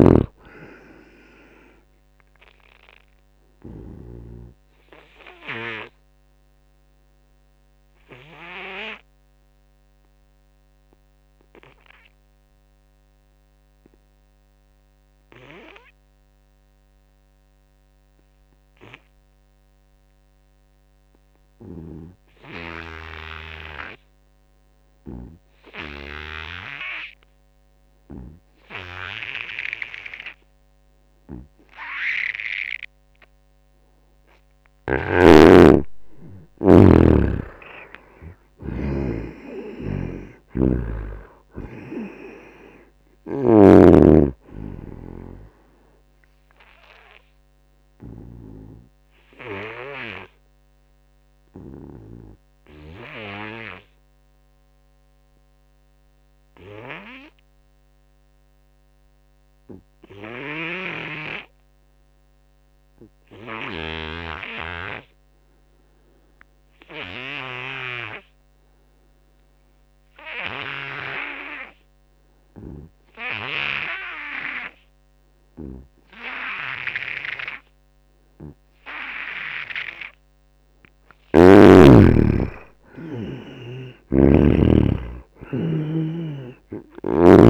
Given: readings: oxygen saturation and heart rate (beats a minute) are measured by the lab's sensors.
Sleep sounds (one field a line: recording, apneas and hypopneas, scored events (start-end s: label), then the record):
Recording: breathing in sleep by a microphone on the trachea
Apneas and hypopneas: 2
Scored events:
0.00-4.00 s: snoring (device-marked)
0.00-14.00 s: oxygen desaturation (device-marked, oxygen 77% lowest, heart rate 74 extreme)
3.50-33.50 s: obstructive apnea (oxygen 97% before, 75% lowest, heart rate 79 before, 75 extreme, up 6 after)
26.00-59.00 s: oxygen desaturation (device-marked, oxygen 98% before, 75% lowest, heart rate 82 before, 71 extreme)
34.00-37.00 s: arousal
39.50-43.50 s: snoring (device-marked)
46.50-79.00 s: obstructive apnea (oxygen 98% before, 75% lowest, heart rate 80 before, 71 extreme, up 11 after)
66.00-87.50 s: oxygen desaturation (device-marked, oxygen 98% before, 75% lowest, heart rate 83 before, 68 extreme)
81.50-85.00 s: arousal
From the record:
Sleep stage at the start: N2 (light sleep)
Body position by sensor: on the front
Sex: male